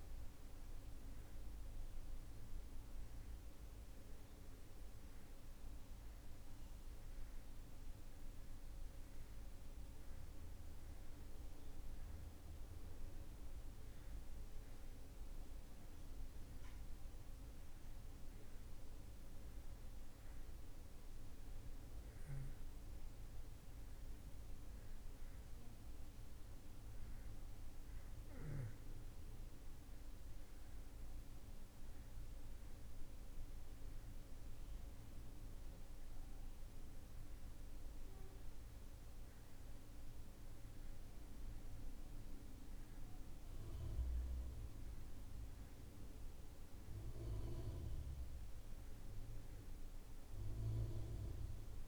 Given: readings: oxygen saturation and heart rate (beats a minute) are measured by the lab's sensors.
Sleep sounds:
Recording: breathing in sleep, hard to hear, by a room microphone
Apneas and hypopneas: none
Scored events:
none scored
From the record:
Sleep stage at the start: N2 (light sleep)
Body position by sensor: on the back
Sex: male

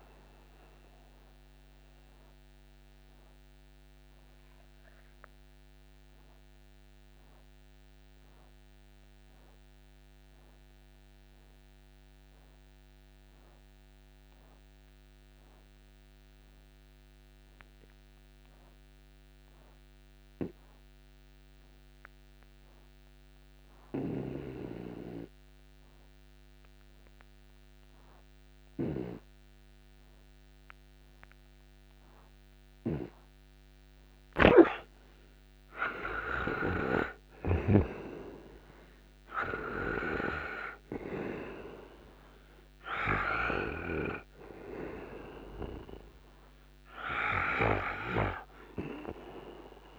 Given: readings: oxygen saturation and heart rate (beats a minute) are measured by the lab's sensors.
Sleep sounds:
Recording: breathing in sleep by a microphone on the trachea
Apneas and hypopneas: 1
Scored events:
0.00-20.50 s: oxygen desaturation (device-marked, oxygen 76% lowest, heart rate 57 extreme)
1.50-34.50 s: obstructive apnea (oxygen 96% before, 76% lowest, heart rate 73 before, 57 extreme, up 10 after)
33.50-49.98 s: oxygen desaturation (device-marked, oxygen 98% before, 81% lowest, heart rate 61 before, 57 extreme)
36.00-40.50 s: arousal
From the record:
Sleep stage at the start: N2 (light sleep)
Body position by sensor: on the right side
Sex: male

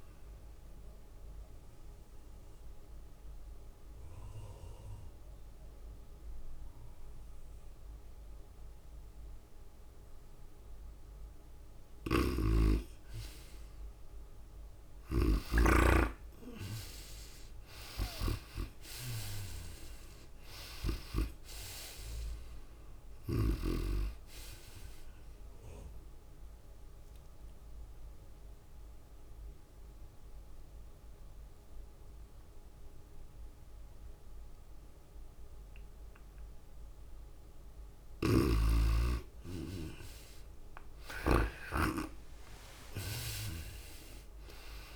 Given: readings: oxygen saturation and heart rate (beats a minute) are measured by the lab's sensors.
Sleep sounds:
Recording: breathing in sleep by a room microphone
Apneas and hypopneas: 2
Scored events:
0.00-8.00 s: oxygen desaturation (device-marked, oxygen 81% lowest, heart rate 99 extreme)
0.00-8.00 s: tachycardia (device-marked, heart rate 107 extreme)
1.50-13.00 s: obstructive apnea (oxygen 95% before, 84% lowest, heart rate 103 before, 99 extreme, up 2 after)
12.50-16.50 s: snoring (device-marked)
15.00-18.50 s: arousal
16.00-42.00 s: tachycardia (device-marked, heart rate 97 before, 106 extreme)
19.00-34.00 s: oxygen desaturation (device-marked, oxygen 97% before, 86% lowest, heart rate 103 before, 94 extreme)
27.50-38.50 s: obstructive apnea (oxygen 97% before, 84% lowest, heart rate 102 before, 94 extreme, up 0 after)
39.00-42.50 s: arousal
39.00-42.50 s: snoring (device-marked)
41.00-44.96 s: oxygen desaturation (device-marked, oxygen 96% before, 85% lowest, heart rate 104 before, 94 extreme)
From the record:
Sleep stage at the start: N2 (light sleep)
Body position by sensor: on the right side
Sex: female

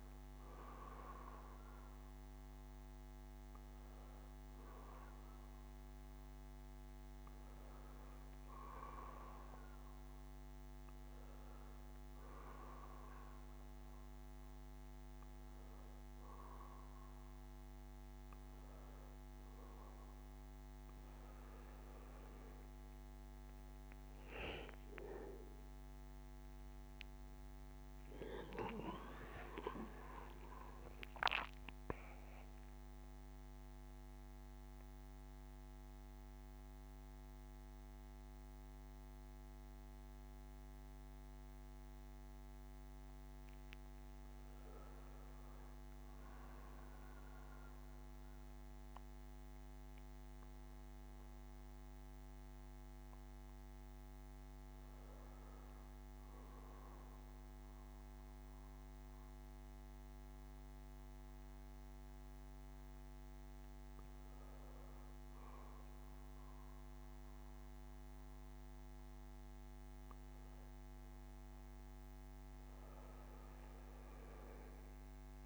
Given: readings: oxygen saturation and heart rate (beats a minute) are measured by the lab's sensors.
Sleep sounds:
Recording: breathing in sleep by a microphone on the trachea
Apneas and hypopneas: none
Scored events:
3.00-15.00 s: oxygen desaturation (device-marked, oxygen 96% before, 91% lowest, heart rate 63 before, 59 extreme)
23.50-27.00 s: arousal
59.00-63.00 s: bradycardia (device-marked, heart rate 68 before, 58 extreme)
From the record:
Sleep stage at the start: N2 (light sleep)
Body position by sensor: on the back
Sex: male

